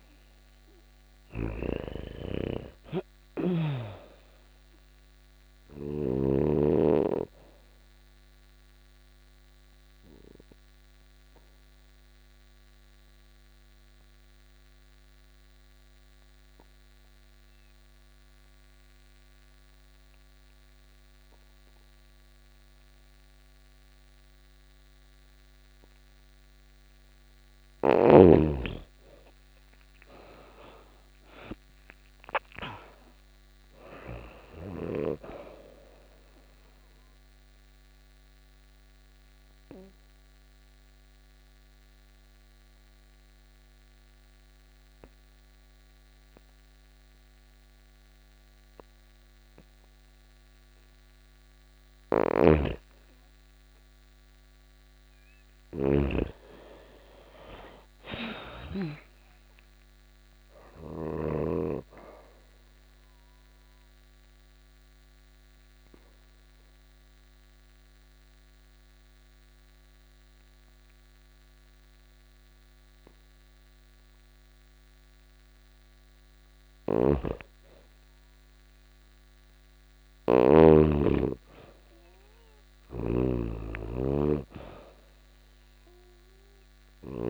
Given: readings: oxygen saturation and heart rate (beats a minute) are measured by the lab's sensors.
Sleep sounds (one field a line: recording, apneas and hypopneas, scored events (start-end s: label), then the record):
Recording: breathing in sleep by a microphone on the trachea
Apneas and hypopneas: 3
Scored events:
0.00-1.00 s: arousal
0.00-5.50 s: snoring (device-marked)
0.00-18.50 s: oxygen desaturation (device-marked, oxygen 85% lowest, heart rate 84 extreme)
6.50-25.50 s: obstructive apnea (oxygen 99% before, 85% lowest, heart rate 87 before, 84 extreme, up 6 after)
27.00-33.50 s: snoring (device-marked)
28.50-32.50 s: arousal
28.50-50.50 s: oxygen desaturation (device-marked, oxygen 99% before, 85% lowest, heart rate 86 before, 83 extreme)
35.50-51.50 s: obstructive apnea (oxygen 99% before, 85% lowest, heart rate 87 before, 83 extreme, up 5 after)
51.50-58.00 s: snoring (device-marked)
53.50-58.00 s: arousal
58.50-76.50 s: oxygen desaturation (device-marked, oxygen 99% before, 89% lowest, heart rate 86 before, 83 extreme)
63.00-75.00 s: obstructive apnea (oxygen 99% before, 87% lowest, heart rate 87 before, 83 extreme, up 4 after)
76.00-86.50 s: snoring (device-marked)
77.00-80.00 s: arousal
From the record:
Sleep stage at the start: N2 (light sleep)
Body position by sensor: on the back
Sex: female